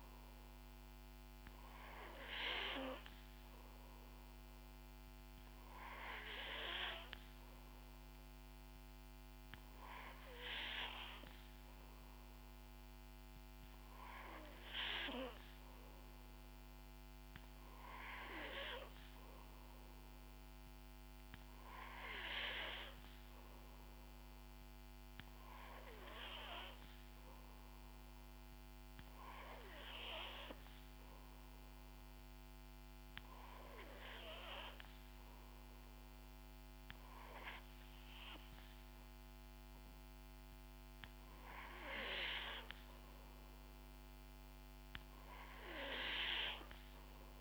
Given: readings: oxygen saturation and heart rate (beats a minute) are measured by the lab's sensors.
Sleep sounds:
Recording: breathing in sleep by a microphone on the trachea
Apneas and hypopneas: none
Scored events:
38.50-40.50 s: long interval between heartbeats (device-marked, heart rate 64 before, 76 extreme)
From the record:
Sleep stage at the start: N2 (light sleep)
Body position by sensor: on the back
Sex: female

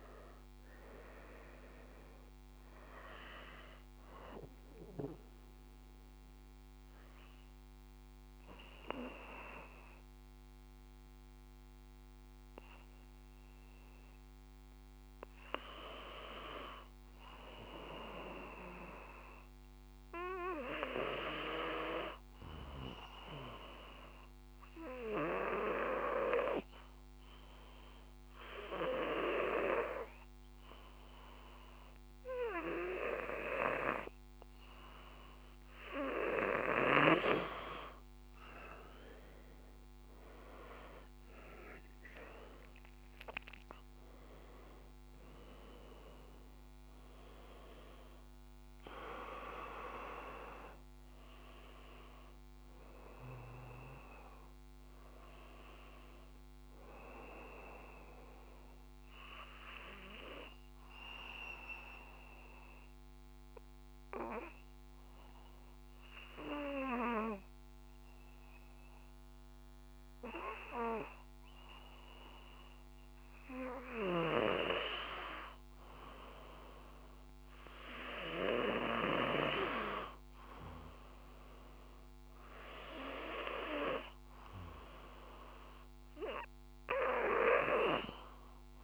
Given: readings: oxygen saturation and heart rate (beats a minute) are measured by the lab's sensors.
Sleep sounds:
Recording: breathing in sleep by a microphone on the trachea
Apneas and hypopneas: 3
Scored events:
3.50-14.50 s: obstructive apnea (oxygen 97% before, 92% lowest, heart rate 54 before, 53 extreme, up 2 after)
17.00-19.50 s: arousal
23.50-36.50 s: obstructive apnea (oxygen 96% before, 92% lowest, heart rate 54 before, 52 extreme, up 5 after)
40.50-45.00 s: arousal
58.50-72.00 s: obstructive apnea (oxygen 96% before, 92% lowest, heart rate 57 before, 53 extreme, up 1 after)
76.50-80.50 s: arousal
87.50-88.84 s: oxygen desaturation (device-marked, oxygen 97% before, 93% lowest, heart rate 54 before, 53 extreme)
From the record:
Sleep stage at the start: N2 (light sleep)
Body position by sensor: on the back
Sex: male

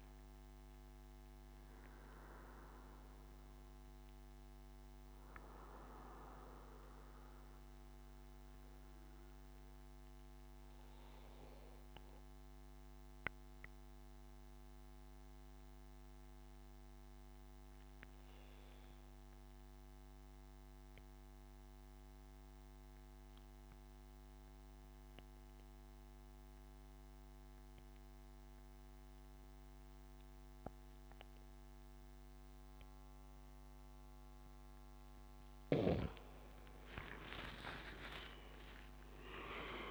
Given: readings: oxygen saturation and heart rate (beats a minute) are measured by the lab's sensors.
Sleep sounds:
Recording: breathing in sleep by a microphone on the trachea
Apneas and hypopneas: 1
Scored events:
0.00-11.50 s: oxygen desaturation (device-marked, oxygen 90% lowest, heart rate 66 extreme)
6.00-33.50 s: obstructive apnea (oxygen 97% before, 91% lowest, heart rate 80 before, 62 extreme, up 15 after)
32.50-39.91 s: oxygen desaturation (device-marked, oxygen 99% before, 94% lowest, heart rate 73 before, 62 extreme)
37.50-39.91 s: arousal
From the record:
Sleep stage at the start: N2 (light sleep)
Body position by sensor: on the back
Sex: male

